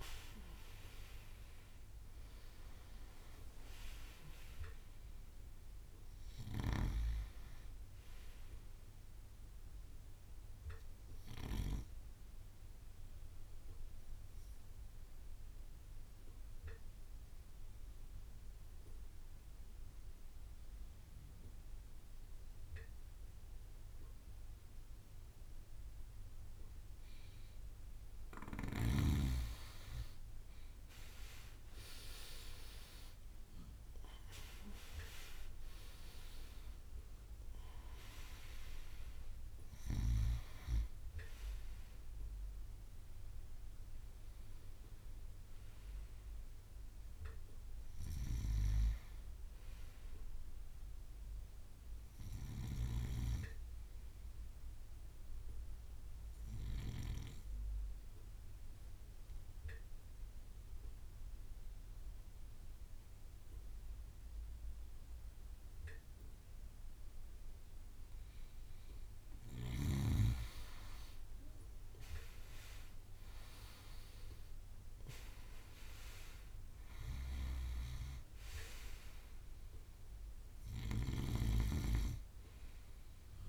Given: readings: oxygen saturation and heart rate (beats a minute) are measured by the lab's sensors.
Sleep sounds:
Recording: breathing in sleep by a room microphone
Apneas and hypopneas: 2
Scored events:
0.00-1.00 s: arousal
0.00-22.00 s: bradycardia (device-marked, heart rate 59 before, 50 extreme)
2.00-10.00 s: oxygen desaturation (device-marked, oxygen 97% before, 93% lowest, heart rate 58 before, 50 extreme)
11.50-27.50 s: obstructive apnea (oxygen 97% before, 93% lowest, heart rate 57 before, 52 extreme, up 9 after)
29.50-36.00 s: arousal
32.00-43.00 s: drop in pulse transit time (device-marked, heart rate 56 before, 57 extreme)
34.00-58.00 s: oxygen desaturation (device-marked, oxygen 99% before, 93% lowest, heart rate 57 before, 55 extreme)
37.00-72.00 s: bradycardia (device-marked, heart rate 59 before, 55 extreme)
55.50-69.00 s: obstructive apnea (oxygen 99% before, 94% lowest, heart rate 58 before, 53 extreme, up 8 after)
71.50-76.00 s: arousal
75.00-83.49 s: oxygen desaturation (device-marked, oxygen 98% before, 94% lowest, heart rate 56 before, 52 extreme)
77.00-83.49 s: bradycardia (device-marked, heart rate 59 before, 53 extreme)
From the record:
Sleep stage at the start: N2 (light sleep)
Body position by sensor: on the right side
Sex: male

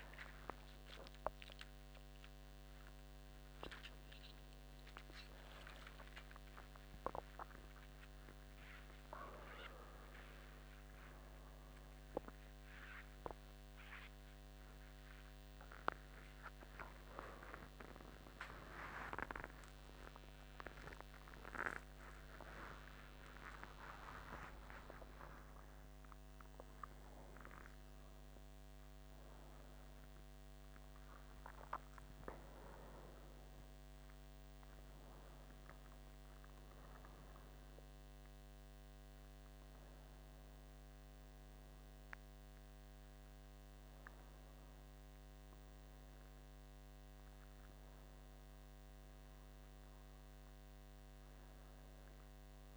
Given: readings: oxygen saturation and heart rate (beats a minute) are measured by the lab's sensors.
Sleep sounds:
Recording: a person awake in a sleep study, by a microphone on the trachea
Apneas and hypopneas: none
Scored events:
none scored
From the record:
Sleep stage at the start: awake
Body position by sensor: on the back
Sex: male

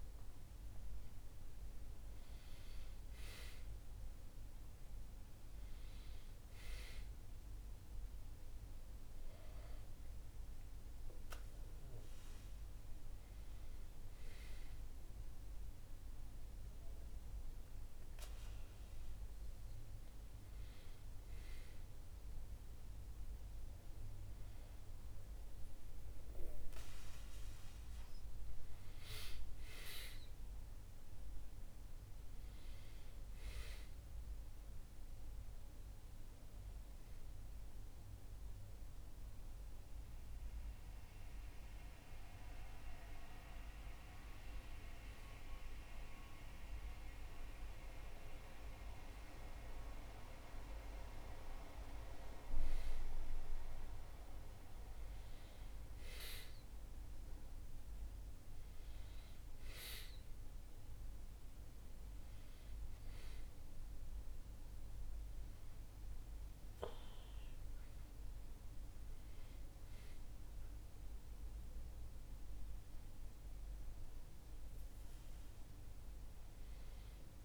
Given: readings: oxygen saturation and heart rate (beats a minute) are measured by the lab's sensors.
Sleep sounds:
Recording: breathing in sleep by a room microphone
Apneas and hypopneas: none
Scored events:
1.00-6.50 s: arousal
46.50-52.00 s: arousal
From the record:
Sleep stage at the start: N2 (light sleep)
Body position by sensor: on the back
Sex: male

